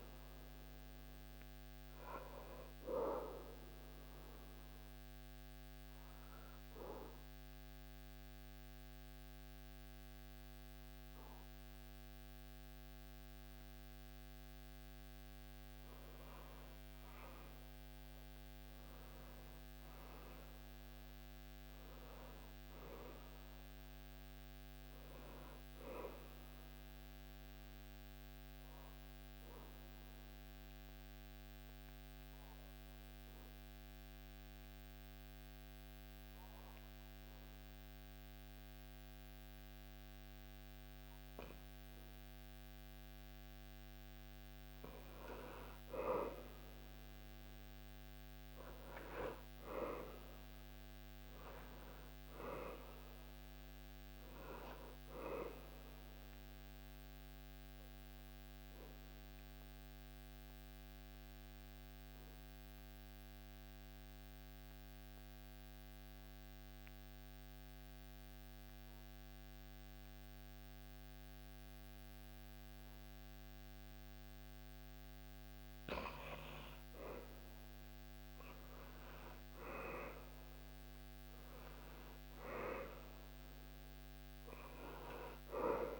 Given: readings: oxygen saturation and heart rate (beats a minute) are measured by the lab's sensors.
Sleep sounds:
breathing in sleep by a microphone on the trachea; 3
0.00-14.50 s: oxygen desaturation (device-marked, oxygen 94% lowest, heart rate 68 extreme)
3.00-14.50 s: obstructive apnea (oxygen 98% before, 94% lowest, heart rate 76 before, 71 extreme, up 13 after)
17.50-21.50 s: arousal
28.00-43.00 s: obstructive apnea (oxygen 98% before, 93% lowest, heart rate 77 before, 74 extreme, up 3 after)
45.50-49.50 s: arousal
49.50-68.50 s: oxygen desaturation (device-marked, oxygen 98% before, 94% lowest, heart rate 76 before, 74 extreme)
58.00-75.50 s: obstructive apnea (oxygen 98% before, 93% lowest, heart rate 77 before, 74 extreme, up 6 after)
77.50-81.50 s: arousal
80.50-86.00 s: oxygen desaturation (device-marked, oxygen 98% before, 93% lowest, heart rate 75 before, 75 extreme)
From the record:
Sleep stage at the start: N2 (light sleep); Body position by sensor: on the back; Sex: male

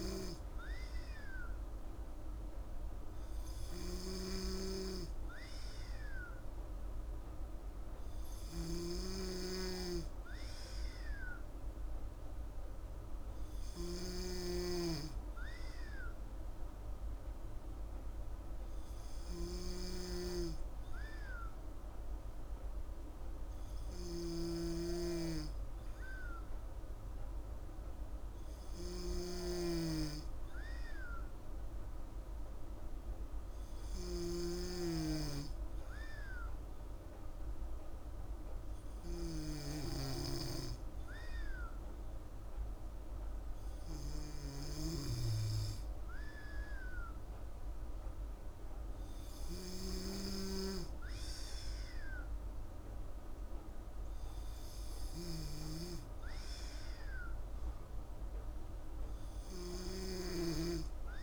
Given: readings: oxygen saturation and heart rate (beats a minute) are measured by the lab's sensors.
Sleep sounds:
breathing in sleep by a room microphone; none
9.00-34.50 s: snoring (device-marked)
From the record:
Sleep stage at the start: N2 (light sleep); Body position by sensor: on the back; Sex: female

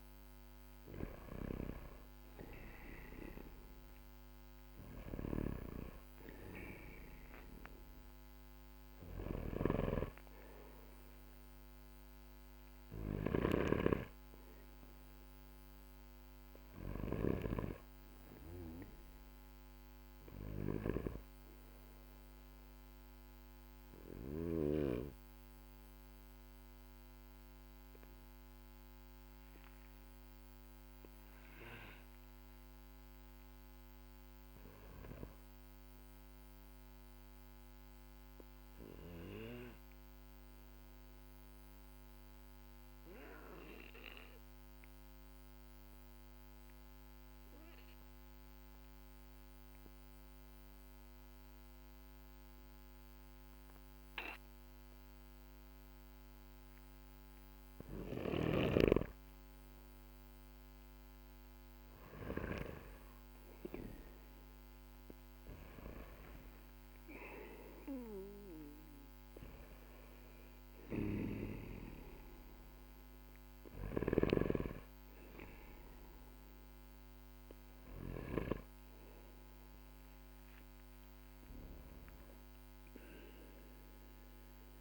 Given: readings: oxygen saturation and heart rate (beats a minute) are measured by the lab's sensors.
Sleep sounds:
breathing in sleep by a microphone on the trachea; 1
0.00-17.00 s: snoring (device-marked)
5.50-40.50 s: oxygen desaturation (device-marked, oxygen 97% before, 91% lowest, heart rate 53 before, 44 extreme)
29.50-32.50 s: arousal
38.00-56.50 s: obstructive apnea (oxygen 97% before, 92% lowest, heart rate 50 before, 43 extreme, up 8 after)
57.50-62.00 s: snoring (device-marked)
57.50-84.81 s: oxygen desaturation (device-marked, oxygen 98% before, 92% lowest, heart rate 56 before, 43 extreme)
63.00-68.50 s: arousal
73.00-78.00 s: snoring (device-marked)
From the record:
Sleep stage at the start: N2 (light sleep); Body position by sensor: on the back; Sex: male

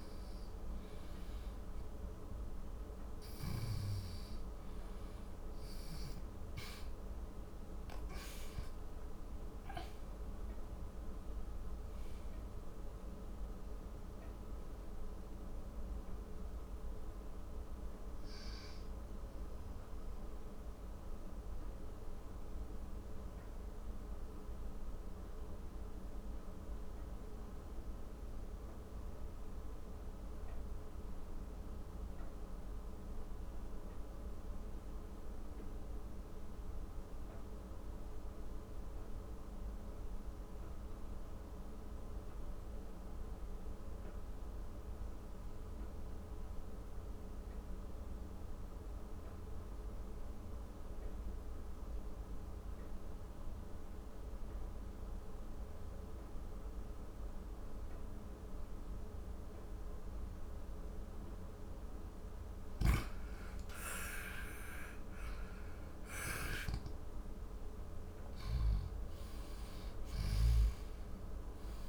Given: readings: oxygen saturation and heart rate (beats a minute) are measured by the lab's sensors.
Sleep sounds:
breathing in sleep, hard to hear, by a room microphone; 1
0.00-22.00 s: oxygen desaturation (device-marked, oxygen 88% lowest, heart rate 51 extreme)
9.00-13.50 s: arousal
18.50-61.50 s: mixed apnea (oxygen 95% before, 89% lowest, heart rate 67 before, 51 extreme, up 13 after)
63.00-67.00 s: arousal
63.00-71.89 s: oxygen desaturation (device-marked, oxygen 97% before, 89% lowest, heart rate 59 before, 46 extreme)
From the record:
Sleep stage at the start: N2 (light sleep); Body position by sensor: on the back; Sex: male

